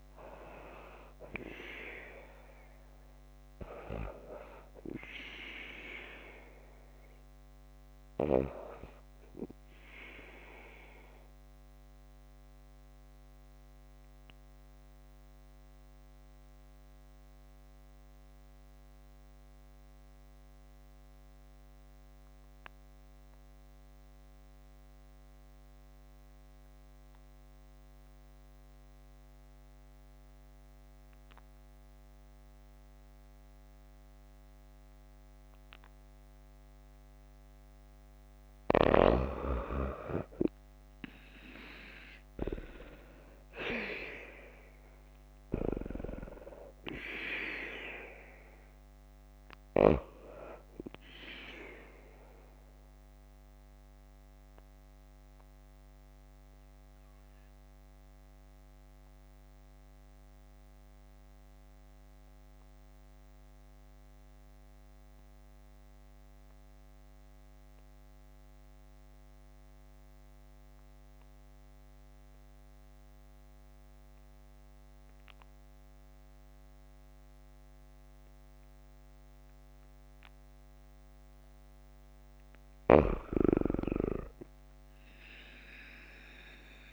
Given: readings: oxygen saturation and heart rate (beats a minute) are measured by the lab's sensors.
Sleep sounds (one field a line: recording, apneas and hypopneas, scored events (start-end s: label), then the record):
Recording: breathing in sleep by a microphone on the trachea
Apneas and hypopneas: 2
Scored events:
10.50-37.50 s: obstructive apnea (oxygen 97% before, 87% lowest, heart rate 57 before, 53 extreme, up 3 after)
30.50-45.50 s: oxygen desaturation (device-marked, oxygen 95% before, 89% lowest, heart rate 55 before, 53 extreme)
45.00-49.00 s: arousal
51.50-80.50 s: obstructive apnea (oxygen 97% before, 87% lowest, heart rate 55 before, 51 extreme, up 13 after)
75.50-86.93 s: oxygen desaturation (device-marked, oxygen 96% before, 87% lowest, heart rate 56 before, 51 extreme)
84.00-86.93 s: arousal
From the record:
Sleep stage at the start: N2 (light sleep)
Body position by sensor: on the back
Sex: female